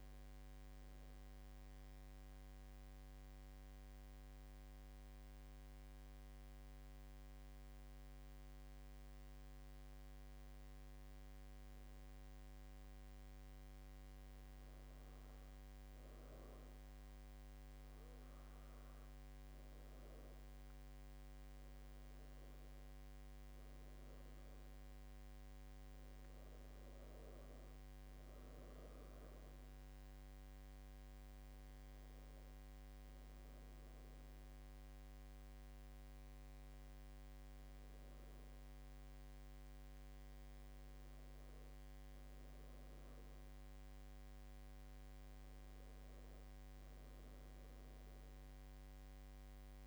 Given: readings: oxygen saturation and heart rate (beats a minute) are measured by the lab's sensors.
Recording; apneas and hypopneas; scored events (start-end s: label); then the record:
breathing in sleep, hard to hear, by a microphone on the trachea; 1
1.00-12.00 s: obstructive apnea (oxygen 99% before, 95% lowest, heart rate 72 before, 69 extreme, up 0 after)
14.50-18.00 s: arousal
From the record:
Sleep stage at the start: N2 (light sleep); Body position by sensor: on the back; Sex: female